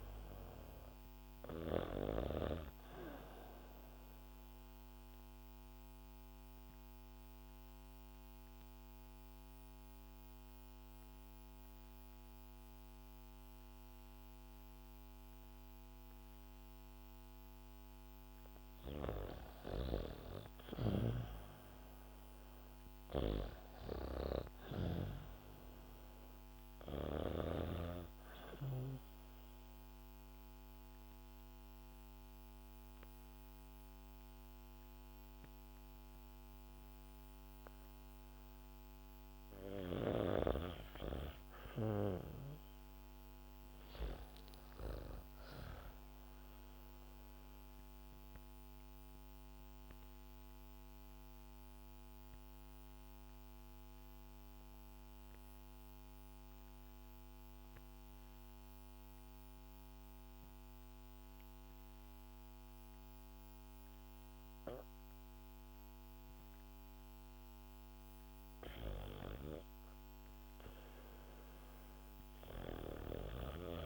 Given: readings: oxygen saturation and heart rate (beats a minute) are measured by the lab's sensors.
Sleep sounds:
breathing in sleep by a microphone on the trachea; 3
0.00-15.50 s: oxygen desaturation (device-marked, oxygen 92% lowest, heart rate 66 extreme)
3.00-18.50 s: obstructive apnea (oxygen 99% before, 92% lowest, heart rate 68 before, 66 extreme, up 5 after)
19.50-23.00 s: arousal
20.00-24.50 s: snoring (device-marked)
23.50-40.50 s: oxygen desaturation (device-marked, oxygen 97% before, 92% lowest, heart rate 68 before, 63 extreme)
28.00-38.50 s: obstructive apnea (oxygen 97% before, 91% lowest, heart rate 69 before, 65 extreme, up 4 after)
42.50-46.50 s: arousal
48.50-56.50 s: oxygen desaturation (device-marked, oxygen 98% before, 94% lowest, heart rate 70 before, 57 extreme)
49.50-67.50 s: obstructive apnea (oxygen 98% before, 91% lowest, heart rate 70 before, 57 extreme, up 1 after)
67.50-73.50 s: bradycardia (device-marked, heart rate 69 before, 58 extreme)
71.50-73.86 s: arousal
From the record:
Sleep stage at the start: REM sleep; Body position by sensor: on the back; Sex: female

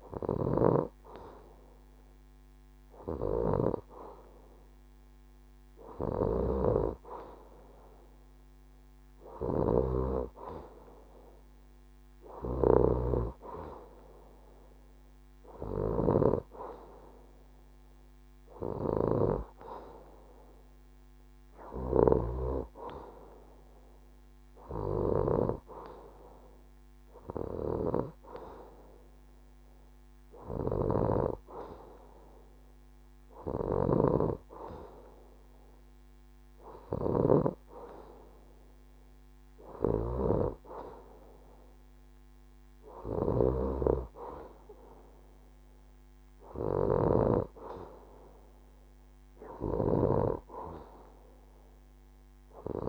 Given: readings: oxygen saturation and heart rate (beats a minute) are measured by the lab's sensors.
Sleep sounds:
breathing in sleep by a microphone on the trachea; none
none scored
From the record:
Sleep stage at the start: N2 (light sleep); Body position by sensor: on the left side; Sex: female

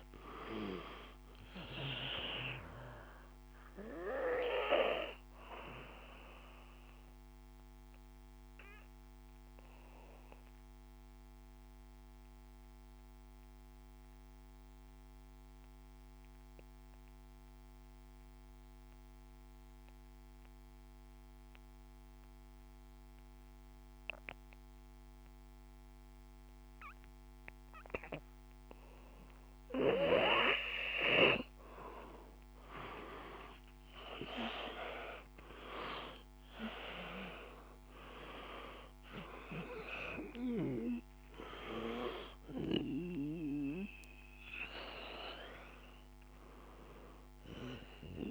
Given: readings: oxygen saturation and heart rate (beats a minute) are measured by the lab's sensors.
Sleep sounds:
breathing in sleep by a microphone on the trachea; 1
0.00-19.50 s: oxygen desaturation (device-marked, oxygen 91% lowest, heart rate 53 extreme)
6.50-27.50 s: obstructive apnea (oxygen 97% before, 89% lowest, heart rate 56 before, 54 extreme, up 2 after)
29.50-48.31 s: oxygen desaturation (device-marked, oxygen 97% before, 89% lowest, heart rate 54 before, 52 extreme)
32.00-36.00 s: arousal
From the record:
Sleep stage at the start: N2 (light sleep); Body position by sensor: on the back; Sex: male

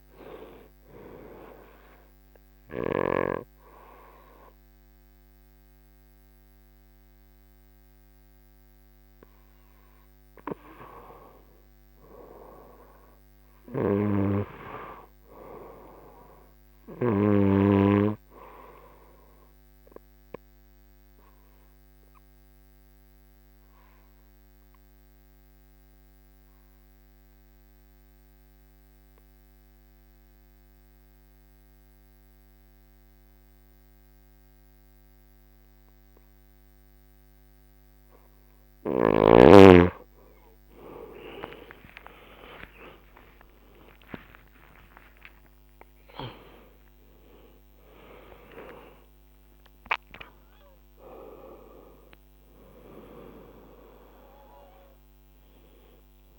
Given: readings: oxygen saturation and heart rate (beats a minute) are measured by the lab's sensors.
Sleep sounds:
breathing in sleep by a microphone on the trachea; 2
0.00-13.00 s: oxygen desaturation (device-marked, oxygen 90% lowest, heart rate 65 extreme)
1.50-11.50 s: obstructive apnea (oxygen 99% before, 88% lowest, heart rate 71 before, 65 extreme, up 5 after)
13.00-16.50 s: arousal
20.00-38.00 s: obstructive apnea (oxygen 98% before, 88% lowest, heart rate 72 before, 68 extreme)
35.00-56.39 s: oxygen desaturation (device-marked, oxygen 96% before, 88% lowest, heart rate 70 before, 72 extreme)
41.00-48.00 s: arousal
From the record:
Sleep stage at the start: N2 (light sleep); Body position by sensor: on the back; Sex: female

